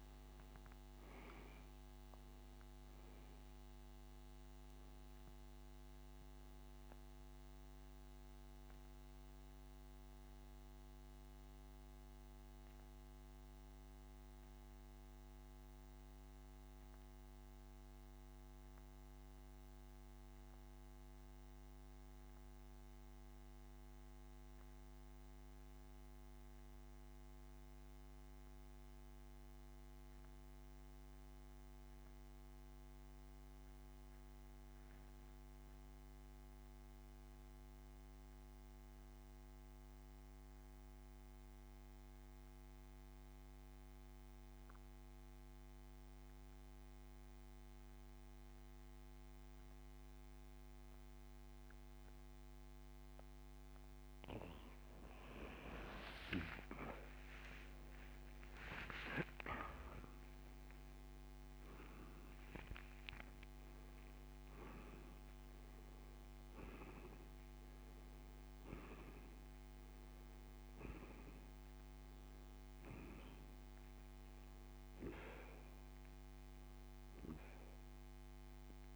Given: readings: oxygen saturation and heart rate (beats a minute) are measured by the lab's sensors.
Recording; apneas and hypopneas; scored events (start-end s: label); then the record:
breathing in sleep by a microphone on the trachea; 1
0.00-6.00 s: oxygen desaturation (device-marked, oxygen 92% lowest, heart rate 36 extreme)
11.00-53.50 s: mixed apnea (oxygen 97% before, 86% lowest, heart rate 67 before, 28 extreme, up 22 after)
22.00-45.00 s: oxygen desaturation (device-marked, oxygen 92% before, 86% lowest, heart rate 62 before, 28 extreme)
57.00-61.50 s: arousal
61.00-78.96 s: oxygen desaturation (device-marked, oxygen 98% before, 94% lowest)
From the record:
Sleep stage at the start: N2 (light sleep); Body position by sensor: on the back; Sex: male